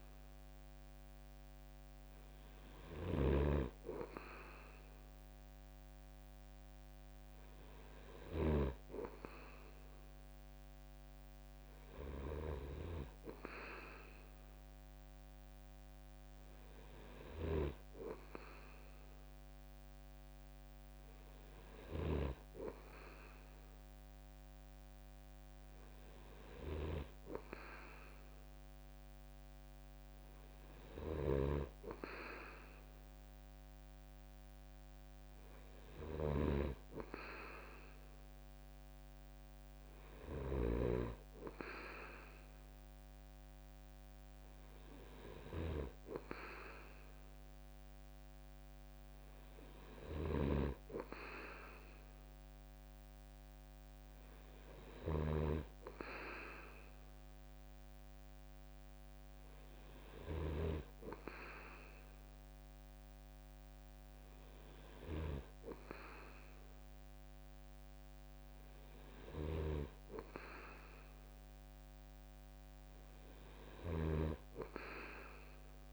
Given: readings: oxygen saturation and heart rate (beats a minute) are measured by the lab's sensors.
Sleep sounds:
breathing in sleep by a microphone on the trachea; none
0.00-8.50 s: snoring (device-marked)
17.00-22.00 s: snoring (device-marked)
30.50-75.92 s: snoring (device-marked)
From the record:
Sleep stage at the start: N2 (light sleep); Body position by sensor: on the right side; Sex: male

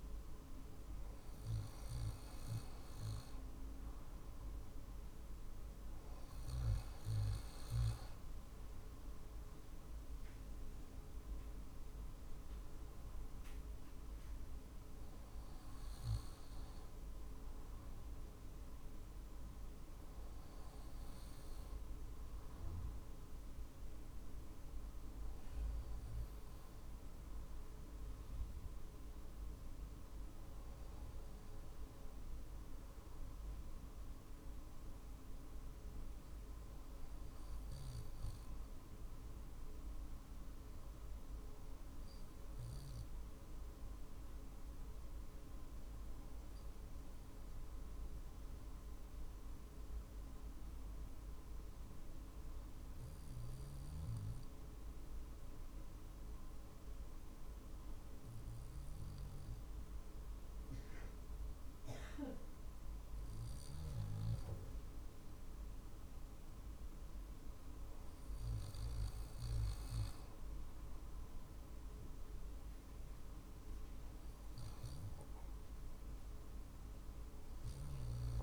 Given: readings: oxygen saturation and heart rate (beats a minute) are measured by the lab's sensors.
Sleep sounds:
breathing in sleep, hard to hear, by a room microphone; 1
0.00-3.00 s: arousal
1.00-3.00 s: long interval between heartbeats (device-marked, heart rate 47 before, 53 extreme)
37.00-69.50 s: obstructive apnea (oxygen 97% before, 93% lowest, heart rate 48 before, 46 extreme, up 1 after)
40.50-55.50 s: oxygen desaturation (device-marked, oxygen 97% before, 93% lowest, heart rate 47 before, 46 extreme)
66.50-78.42 s: drop in pulse transit time (device-marked, heart rate 48 before, 48 extreme)
72.50-77.00 s: arousal
From the record:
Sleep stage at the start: N2 (light sleep); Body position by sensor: on the back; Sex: male

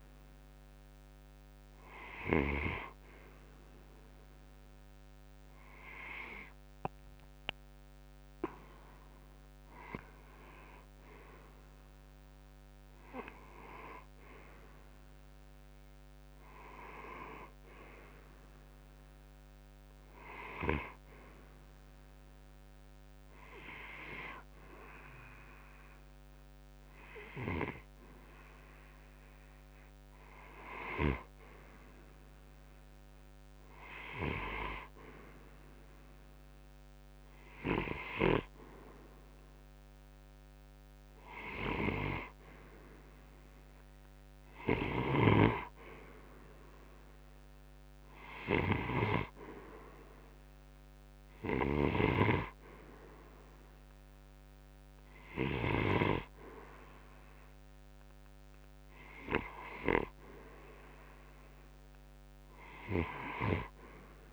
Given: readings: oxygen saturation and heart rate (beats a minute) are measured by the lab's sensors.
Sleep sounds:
breathing in sleep by a microphone on the trachea; none
none scored
From the record:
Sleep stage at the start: N2 (light sleep); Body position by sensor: on the right side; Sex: male

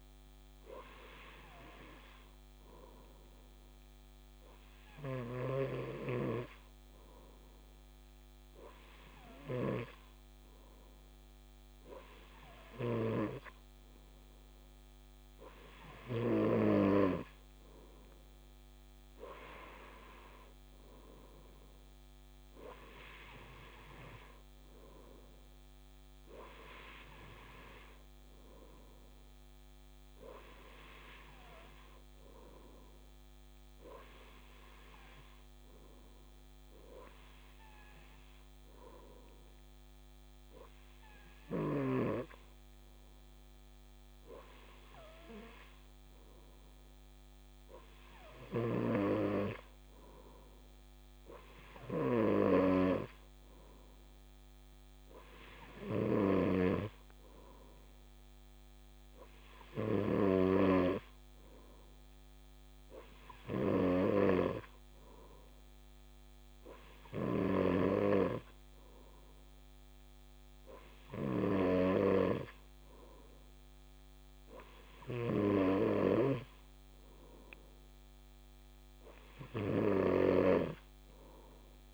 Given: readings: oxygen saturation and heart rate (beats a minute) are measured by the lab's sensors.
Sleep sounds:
breathing in sleep by a microphone on the trachea; none
5.50-13.50 s: snoring (device-marked)
56.50-61.00 s: snoring (device-marked)
From the record:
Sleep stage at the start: N2 (light sleep); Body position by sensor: on the right side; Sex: male

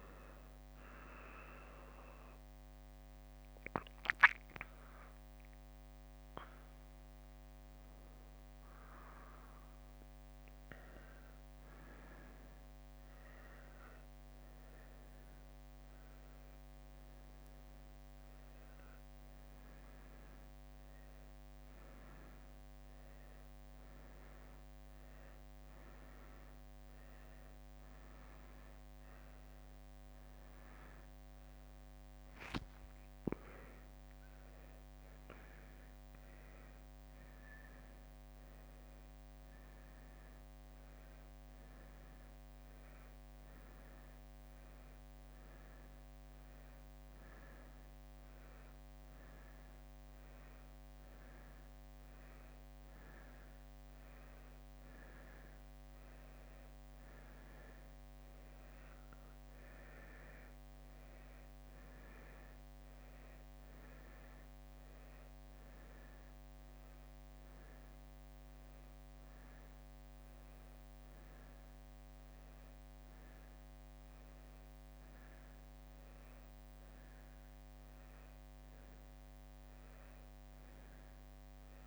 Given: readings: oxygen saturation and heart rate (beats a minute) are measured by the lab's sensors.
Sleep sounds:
a person awake in a sleep study, hard to hear, by a microphone on the trachea; 1
0.00-4.50 s: drop in pulse transit time (device-marked, heart rate 69 extreme)
26.50-34.50 s: oxygen desaturation (device-marked, oxygen 98% before, 94% lowest, heart rate 67 before, 63 extreme)
40.00-53.00 s: hypopnea (oxygen 98% before, 92% lowest, heart rate 64 before, 64 extreme, up 1 after)
47.50-79.50 s: oxygen desaturation (device-marked, oxygen 96% before, 92% lowest, heart rate 64 before, 61 extreme)
From the record:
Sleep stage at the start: awake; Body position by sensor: on the right side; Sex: female

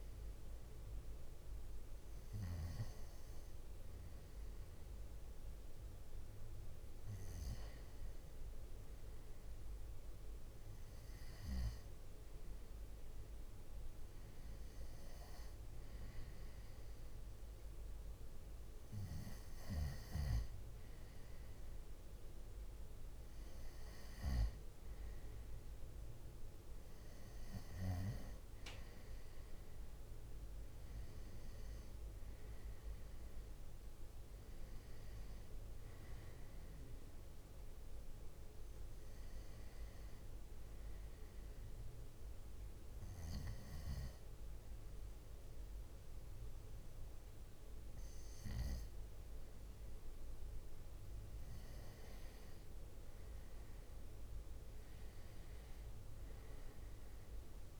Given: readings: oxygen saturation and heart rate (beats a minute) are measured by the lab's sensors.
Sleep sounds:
breathing in sleep, hard to hear, by a room microphone; 1
40.50-51.50 s: obstructive apnea (oxygen 96% before, 93% lowest, heart rate 66 before, 57 extreme, up 7 after)
54.00-57.50 s: arousal
From the record:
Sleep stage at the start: N2 (light sleep); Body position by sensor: on the right side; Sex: male

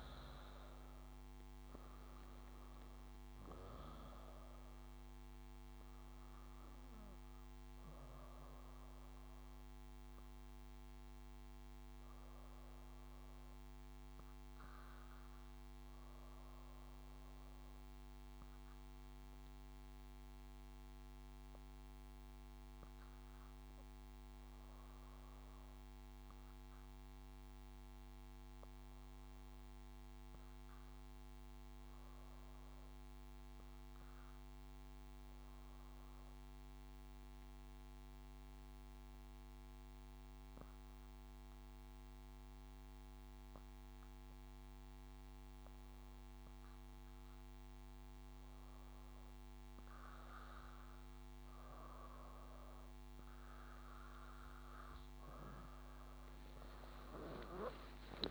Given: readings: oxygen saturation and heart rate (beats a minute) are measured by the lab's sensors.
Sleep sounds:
breathing in sleep, hard to hear, by a microphone on the trachea; 1
0.00-4.00 s: drop in pulse transit time (device-marked, heart rate 68 extreme)
9.00-52.00 s: obstructive apnea (oxygen 95% before, 86% lowest, heart rate 73 before, 54 extreme, up 14 after)
40.00-58.31 s: oxygen desaturation (device-marked, oxygen 99% before, 92% lowest, heart rate 56 before, 57 extreme)
55.50-58.31 s: leg movement (device-marked)
57.00-58.31 s: arousal
From the record:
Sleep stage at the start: REM sleep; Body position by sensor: on the back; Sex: female

